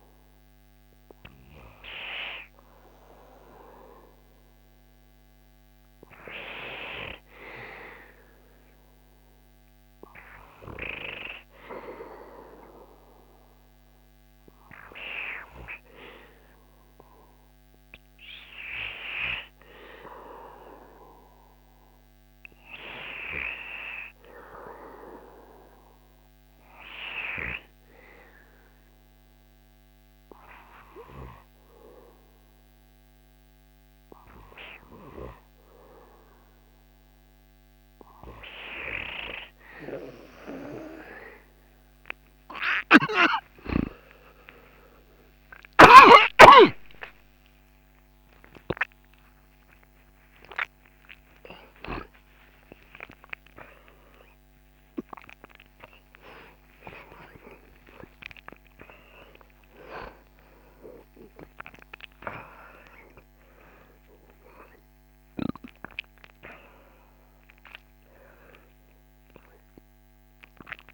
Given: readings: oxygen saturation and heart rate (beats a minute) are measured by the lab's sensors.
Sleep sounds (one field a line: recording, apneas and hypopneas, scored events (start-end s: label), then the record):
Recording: a person partly awake in a sleep study, by a microphone on the trachea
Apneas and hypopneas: 1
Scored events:
26.00-37.50 s: hypopnea (oxygen 97% before, 94% lowest, heart rate 78 before, 76 extreme, up 6 after)
39.00-69.00 s: new sleep stage, awake
52.00-62.00 s: oxygen desaturation (device-marked, oxygen 97% before, 94% lowest, heart rate 92 before, 91 extreme)
69.00-70.94 s: new sleep stage, N1 (lightest sleep)
From the record:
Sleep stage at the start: N2 (light sleep)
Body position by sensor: on the back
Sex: male